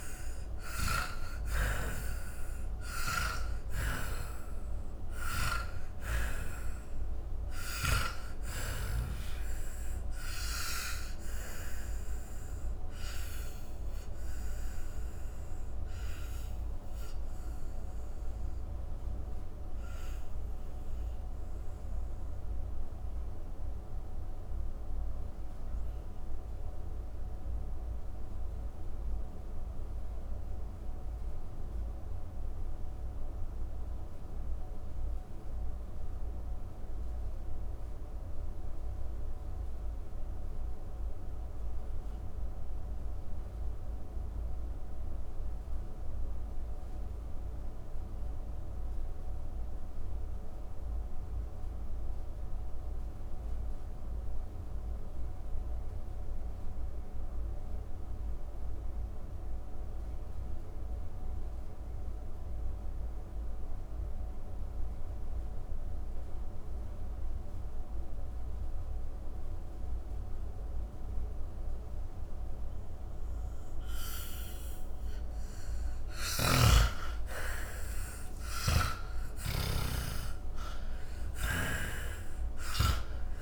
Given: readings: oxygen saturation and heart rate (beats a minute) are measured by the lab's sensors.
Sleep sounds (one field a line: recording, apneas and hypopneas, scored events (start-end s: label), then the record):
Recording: breathing in sleep by a room microphone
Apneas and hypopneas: 1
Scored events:
0.00-43.00 s: oxygen desaturation (device-marked, oxygen 78% lowest, heart rate 65 extreme)
10.50-75.50 s: mixed apnea (oxygen 97% before, 78% lowest, heart rate 119 before, 109 extreme)
67.00-83.42 s: oxygen desaturation (device-marked, oxygen 98% before, 78% lowest, heart rate 141 before, 64 extreme)
76.50-82.00 s: arousal
From the record:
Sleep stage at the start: N2 (light sleep)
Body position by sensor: on the back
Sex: male